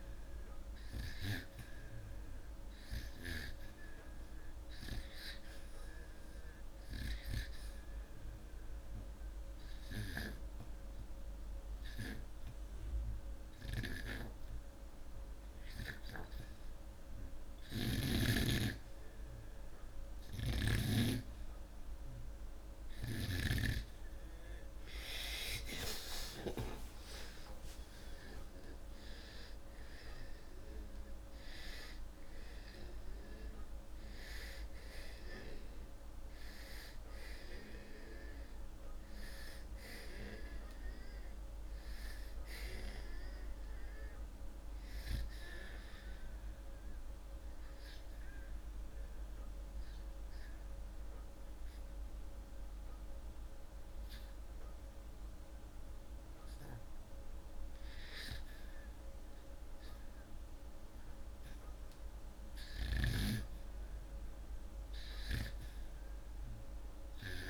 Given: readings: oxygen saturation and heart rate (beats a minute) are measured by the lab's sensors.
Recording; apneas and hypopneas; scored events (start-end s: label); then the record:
breathing in sleep by a room microphone; 2
7.50-21.00 s: hypopnea (oxygen 94% before, 91% lowest)
25.50-28.50 s: arousal
49.50-63.00 s: hypopnea (oxygen 95% before, 92% lowest, heart rate 85 before, 78 extreme)
66.50-67.50 s: arousal
From the record:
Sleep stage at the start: REM sleep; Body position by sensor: upright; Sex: male